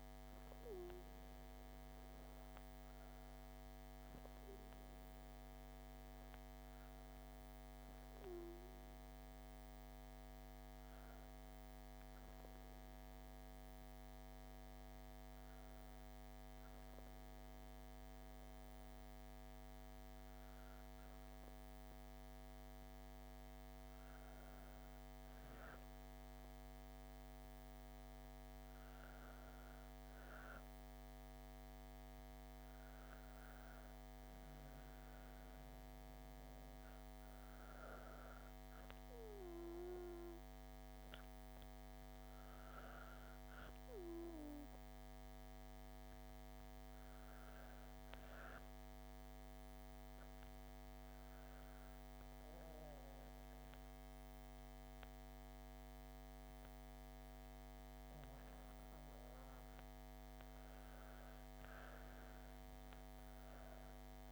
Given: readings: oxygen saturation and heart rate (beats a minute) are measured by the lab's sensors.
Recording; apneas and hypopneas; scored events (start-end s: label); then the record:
breathing in sleep, hard to hear, by a microphone on the trachea; 1
49.00-60.00 s: obstructive apnea (oxygen 95% before, 92% lowest, heart rate 65 before, 59 extreme, up 7 after)
62.00-64.32 s: arousal
From the record:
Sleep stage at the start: N2 (light sleep); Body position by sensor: on the back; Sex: female